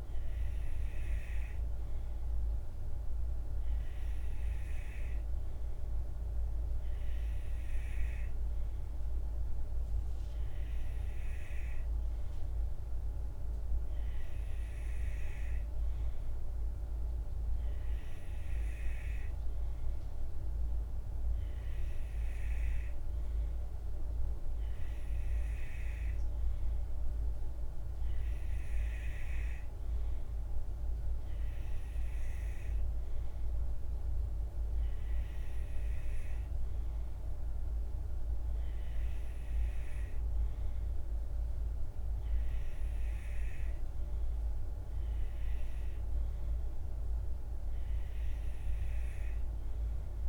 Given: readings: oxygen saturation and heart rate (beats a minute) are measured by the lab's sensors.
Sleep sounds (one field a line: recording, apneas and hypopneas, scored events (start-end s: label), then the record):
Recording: breathing in sleep, hard to hear, by a room microphone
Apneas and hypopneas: none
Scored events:
none scored
From the record:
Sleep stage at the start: N2 (light sleep)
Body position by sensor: on the right side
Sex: male